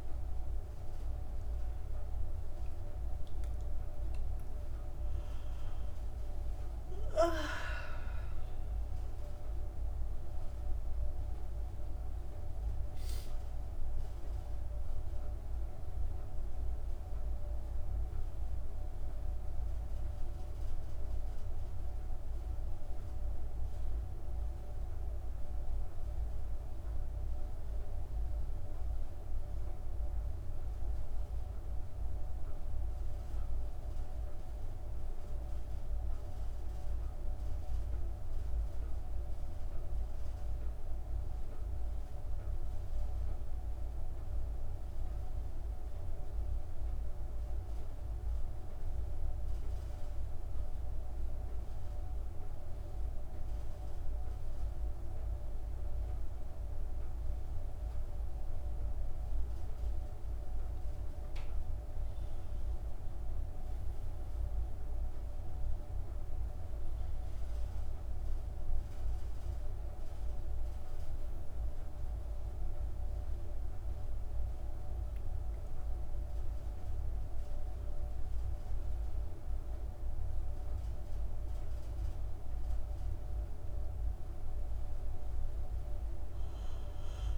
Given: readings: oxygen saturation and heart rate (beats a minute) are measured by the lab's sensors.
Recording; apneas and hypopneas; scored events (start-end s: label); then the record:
breathing in sleep, hard to hear, by a room microphone; 1
3.00-9.50 s: arousal
40.50-56.00 s: central apnea (oxygen 99% before, 92% lowest)
56.50-84.50 s: oxygen desaturation (device-marked, oxygen 97% before, 92% lowest)
58.50-62.50 s: arousal
85.00-87.38 s: arousal
From the record:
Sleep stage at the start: N1 (lightest sleep); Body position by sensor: on the back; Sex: female